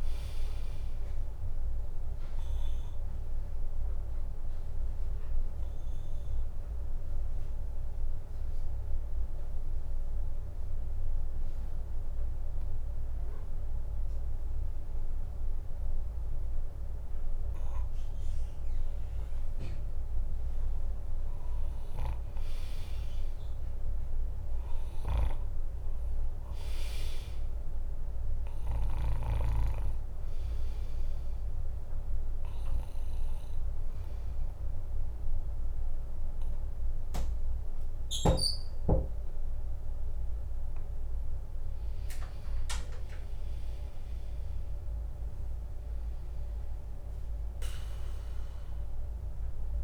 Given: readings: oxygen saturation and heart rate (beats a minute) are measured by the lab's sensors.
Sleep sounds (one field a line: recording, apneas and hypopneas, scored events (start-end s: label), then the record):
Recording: breathing in sleep by a room microphone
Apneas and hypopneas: 2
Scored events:
0.00-4.00 s: drop in pulse transit time (device-marked, heart rate 61 extreme)
3.50-19.50 s: obstructive apnea (oxygen 99% before, 96% lowest, heart rate 65 before, 57 extreme, up 0 after)
17.00-22.00 s: bradycardia (device-marked, heart rate 67 before, 57 extreme)
21.50-25.50 s: arousal
32.50-42.50 s: obstructive apnea (oxygen 100% before, 95% lowest, heart rate 63 before, 64 extreme, up 2 after)
41.00-49.84 s: drop in pulse transit time (device-marked, heart rate 62 before, 64 extreme)
43.00-45.50 s: arousal
From the record:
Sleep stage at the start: N2 (light sleep)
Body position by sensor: on the back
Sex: female